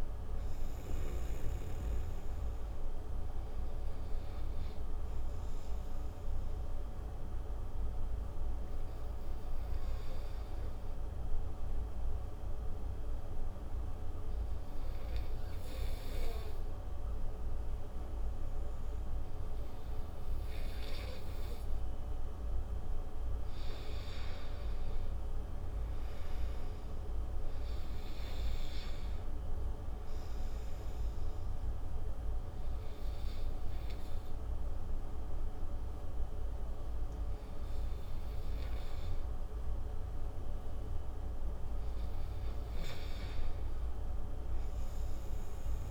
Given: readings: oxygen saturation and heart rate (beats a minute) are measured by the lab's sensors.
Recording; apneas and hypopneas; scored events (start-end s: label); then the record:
breathing in sleep, hard to hear, by a room microphone; 2
0.00-15.50 s: oxygen desaturation (device-marked, oxygen 90% lowest)
6.50-23.00 s: obstructive apnea (oxygen 98% before, 88% lowest)
22.50-41.50 s: oxygen desaturation (device-marked, oxygen 97% before, 88% lowest, heart rate 57 before, 57 extreme)
24.00-27.00 s: arousal
31.00-41.00 s: obstructive apnea (oxygen 97% before, 88% lowest, heart rate 49 before, 57 extreme, up 19 after)
42.00-45.50 s: arousal
From the record:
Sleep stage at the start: N2 (light sleep); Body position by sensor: on the right side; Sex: male